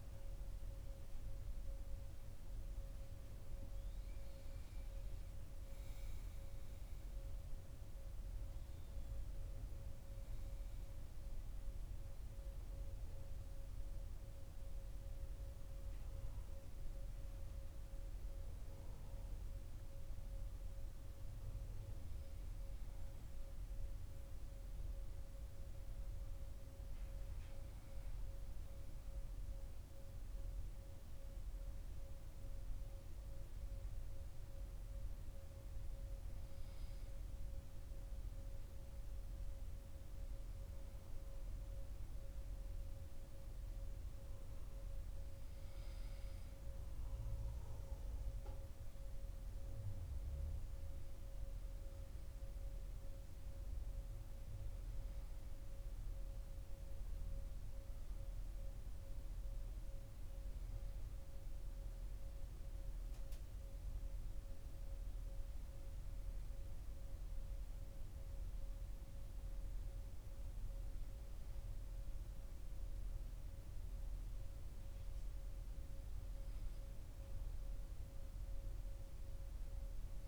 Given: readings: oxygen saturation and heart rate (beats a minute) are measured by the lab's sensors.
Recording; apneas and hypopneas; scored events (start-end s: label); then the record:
breathing in sleep, hard to hear, by a room microphone; 1
12.00-22.50 s: obstructive apnea (oxygen 97% before, 95% lowest, heart rate 78 before, 56 extreme, up 4 after)
24.50-28.00 s: arousal
From the record:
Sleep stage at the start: N2 (light sleep); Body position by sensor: on the back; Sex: male